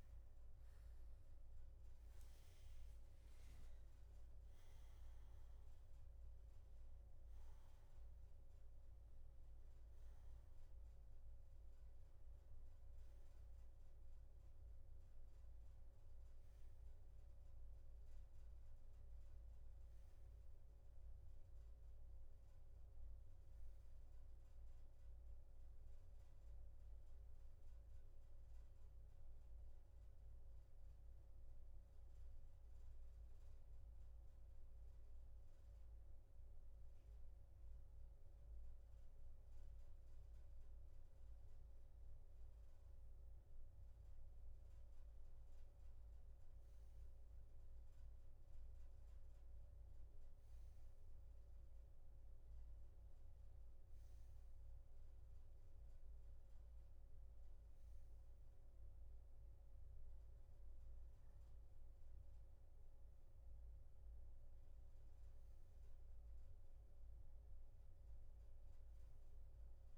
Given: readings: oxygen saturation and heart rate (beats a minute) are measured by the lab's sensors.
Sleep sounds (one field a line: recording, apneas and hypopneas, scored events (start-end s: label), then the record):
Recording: breathing in sleep, hard to hear, by a room microphone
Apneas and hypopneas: 1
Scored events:
1.50-19.50 s: oxygen desaturation (device-marked, oxygen 94% before, 90% lowest, heart rate 57 before, 66 extreme)
29.00-39.50 s: hypopnea (oxygen 94% before, 92% lowest, heart rate 74 before, 62 extreme, up 1 after)
From the record:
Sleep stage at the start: N2 (light sleep)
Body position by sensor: on the right side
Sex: male